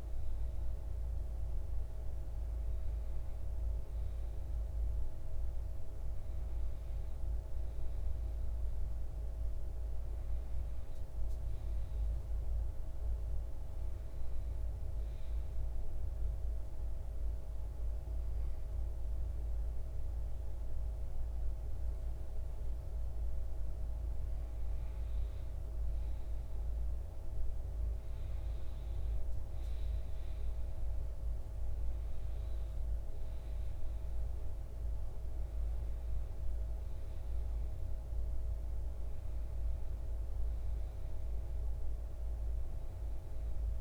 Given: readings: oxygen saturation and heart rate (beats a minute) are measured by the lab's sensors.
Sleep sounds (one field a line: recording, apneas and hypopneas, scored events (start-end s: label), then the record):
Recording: breathing in sleep, hard to hear, by a room microphone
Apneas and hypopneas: 1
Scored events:
15.00-25.50 s: hypopnea (oxygen 94% before, 90% lowest, heart rate 63 before, 59 extreme, up 4 after)
28.50-33.00 s: arousal
33.00-43.81 s: oxygen desaturation (device-marked, oxygen 93% before, 90% lowest, heart rate 62 before, 59 extreme)
From the record:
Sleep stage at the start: N1 (lightest sleep)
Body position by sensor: on the back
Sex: male